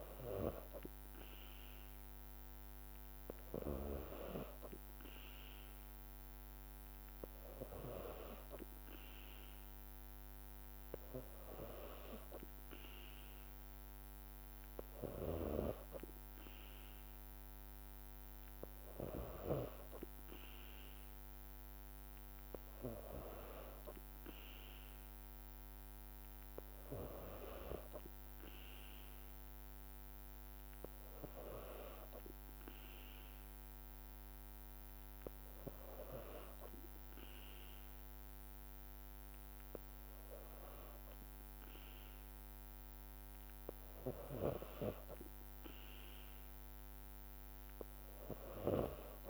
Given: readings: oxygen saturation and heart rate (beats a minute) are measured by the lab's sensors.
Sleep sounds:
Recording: breathing in sleep by a microphone on the trachea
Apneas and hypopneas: 1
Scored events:
32.00-44.50 s: hypopnea (oxygen 95% before, 91% lowest, heart rate 56 before, 54 extreme, up 2 after)
From the record:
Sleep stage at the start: N2 (light sleep)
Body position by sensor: on the back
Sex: female

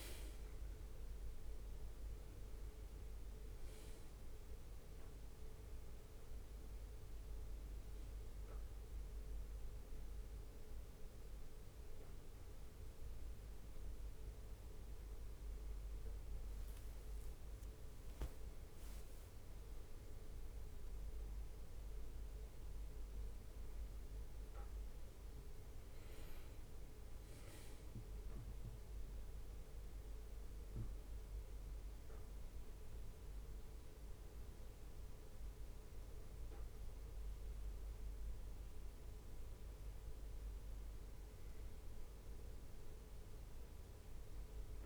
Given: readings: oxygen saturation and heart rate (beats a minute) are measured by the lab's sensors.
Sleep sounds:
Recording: breathing in sleep, hard to hear, by a room microphone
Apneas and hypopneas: none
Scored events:
none scored
From the record:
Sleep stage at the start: N1 (lightest sleep)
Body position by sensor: on the back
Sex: male

